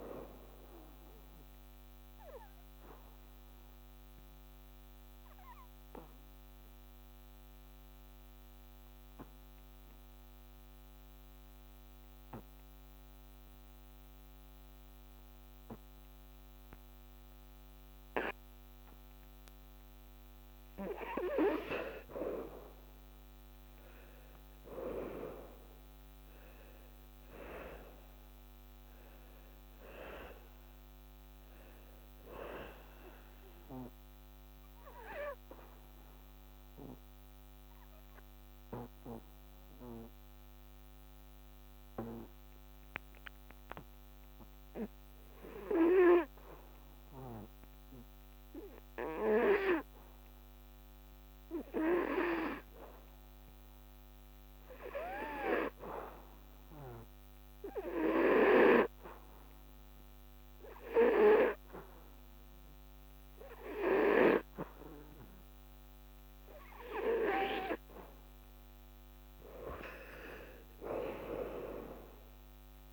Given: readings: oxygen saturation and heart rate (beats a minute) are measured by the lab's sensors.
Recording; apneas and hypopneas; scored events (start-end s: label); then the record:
breathing in sleep by a microphone on the trachea; 2
0.00-10.50 s: oxygen desaturation (device-marked, oxygen 90% lowest, heart rate 73 extreme)
3.50-21.50 s: obstructive apnea (oxygen 98% before, 86% lowest, heart rate 79 before, 73 extreme, up 7 after)
23.00-26.00 s: arousal
26.50-49.50 s: oxygen desaturation (device-marked, oxygen 97% before, 86% lowest, heart rate 76 before, 70 extreme)
35.50-66.50 s: hypopnea (oxygen 98% before, 86% lowest, heart rate 77 before, 70 extreme, up 11 after)
64.50-72.93 s: oxygen desaturation (device-marked, oxygen 97% before, 90% lowest, heart rate 76 before, 39 extreme)
69.00-71.50 s: arousal
From the record:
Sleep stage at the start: N2 (light sleep); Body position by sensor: on the back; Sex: male